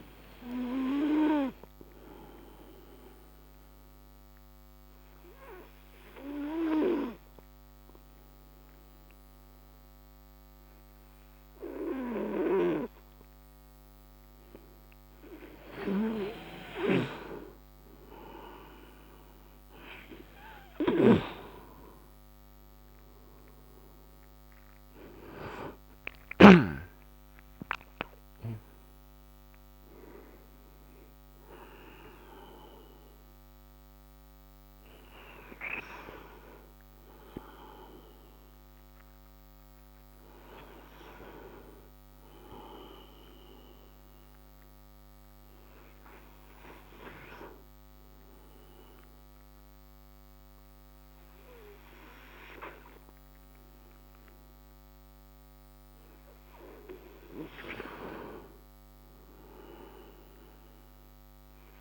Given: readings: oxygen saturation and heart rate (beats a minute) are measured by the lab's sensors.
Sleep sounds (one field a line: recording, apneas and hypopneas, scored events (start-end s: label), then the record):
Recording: breathing in sleep by a microphone on the trachea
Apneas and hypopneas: 2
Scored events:
1.00-12.00 s: oxygen desaturation (device-marked, oxygen 96% before, 88% lowest)
2.50-15.50 s: obstructive apnea (oxygen 97% before, 88% lowest)
22.50-27.00 s: arousal
23.00-36.00 s: oxygen desaturation (device-marked, oxygen 96% before, 88% lowest)
45.00-55.00 s: hypopnea (oxygen 97% before, 89% lowest)
56.50-59.50 s: arousal
From the record:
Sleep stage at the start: N2 (light sleep)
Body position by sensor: on the right side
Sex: male